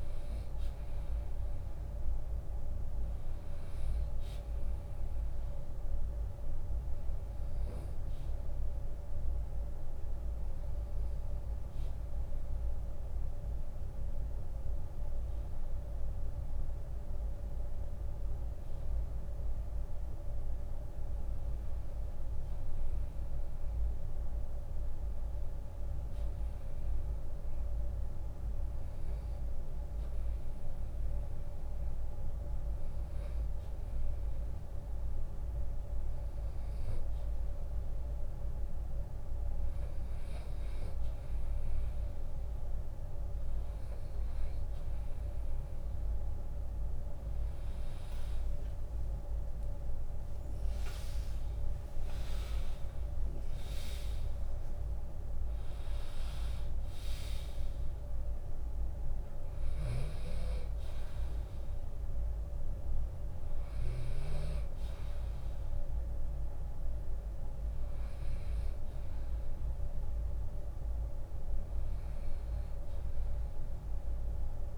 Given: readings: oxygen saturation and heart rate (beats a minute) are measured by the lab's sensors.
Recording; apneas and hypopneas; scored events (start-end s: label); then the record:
breathing in sleep, hard to hear, by a room microphone; none
0.00-5.00 s: drop in pulse transit time (device-marked, heart rate 77 extreme)
2.50-4.50 s: long interval between heartbeats (device-marked, heart rate 79 before, 80 extreme)
49.00-62.00 s: drop in pulse transit time (device-marked, heart rate 78 before, 68 extreme)
49.50-54.50 s: arousal
59.00-63.50 s: snoring (device-marked)
From the record:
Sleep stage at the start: REM sleep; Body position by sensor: on the right side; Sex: male